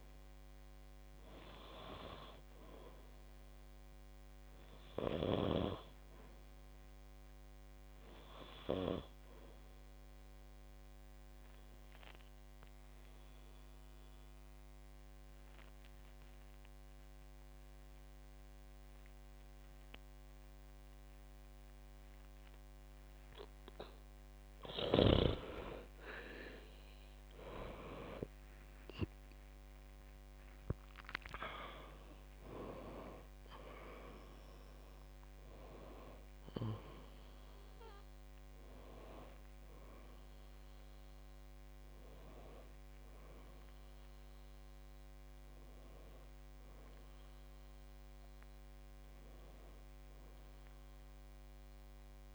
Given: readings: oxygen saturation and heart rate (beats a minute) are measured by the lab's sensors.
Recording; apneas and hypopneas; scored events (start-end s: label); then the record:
breathing in sleep by a microphone on the trachea; 1
11.00-25.00 s: obstructive apnea (oxygen 96% before, 90% lowest, heart rate 63 before, 52 extreme, up 18 after)
27.50-32.00 s: arousal
30.00-52.35 s: oxygen desaturation (device-marked, oxygen 95% before, 90% lowest, heart rate 60 before, 53 extreme)
From the record:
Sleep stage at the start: N2 (light sleep); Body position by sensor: on the back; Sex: female